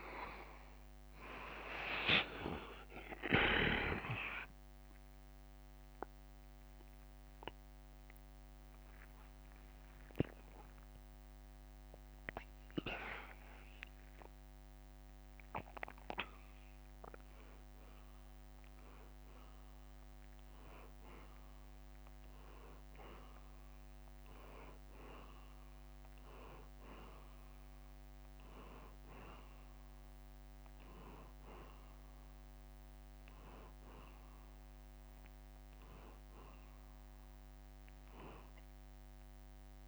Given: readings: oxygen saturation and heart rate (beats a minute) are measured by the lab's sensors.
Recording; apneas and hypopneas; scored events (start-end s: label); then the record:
breathing in sleep by a microphone on the trachea; none
4.00-24.00 s: oxygen desaturation (device-marked, oxygen 93% before, 89% lowest, heart rate 79 before, 77 extreme)
6.50-10.50 s: arousal
8.00-21.00 s: drop in pulse transit time (device-marked, heart rate 79 before, 82 extreme)
20.00-22.00 s: long interval between heartbeats (device-marked, heart rate 84 before, 81 extreme)
From the record:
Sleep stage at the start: N2 (light sleep); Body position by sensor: on the back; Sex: male